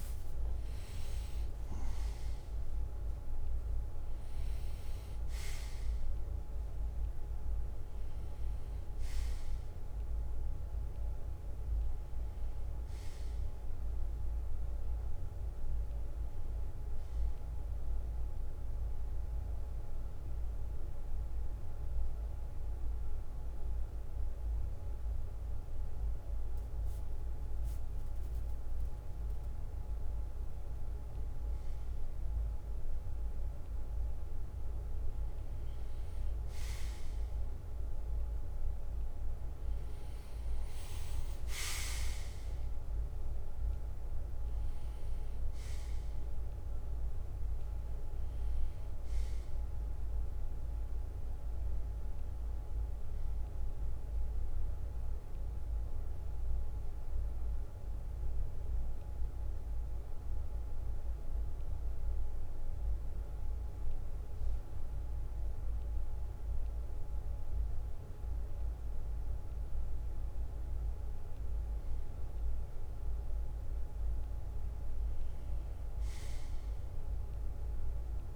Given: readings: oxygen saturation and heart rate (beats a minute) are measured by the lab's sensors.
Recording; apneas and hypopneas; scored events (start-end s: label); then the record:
breathing in sleep, hard to hear, by a room microphone; 2
0.00-5.50 s: arousal
16.50-20.50 s: bradycardia (device-marked, heart rate 70 before, 59 extreme)
18.00-29.50 s: mixed apnea (oxygen 97% before, 94% lowest, heart rate 69 before, 59 extreme, up 20 after)
36.00-42.50 s: arousal
51.50-53.50 s: bradycardia (device-marked, heart rate 70 before, 69 extreme)
54.50-56.50 s: bradycardia (device-marked, heart rate 70 before, 59 extreme)
56.50-70.00 s: mixed apnea (oxygen 97% before, 94% lowest, heart rate 65 before, 58 extreme, up 9 after)
72.00-75.00 s: arousal
From the record:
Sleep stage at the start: N2 (light sleep); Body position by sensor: on the right side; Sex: male